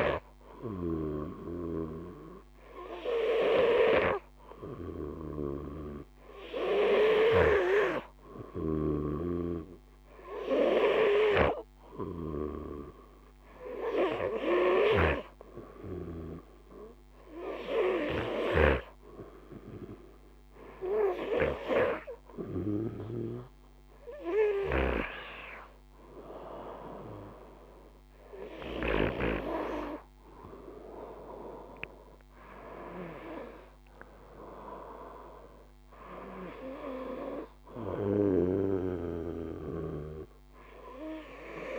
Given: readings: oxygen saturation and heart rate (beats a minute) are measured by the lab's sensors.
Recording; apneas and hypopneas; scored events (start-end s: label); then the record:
breathing in sleep by a microphone on the trachea; none
0.00-1.00 s: arousal
0.00-18.00 s: snoring (device-marked)
35.00-38.50 s: arousal
From the record:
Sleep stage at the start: N2 (light sleep); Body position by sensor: on the back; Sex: male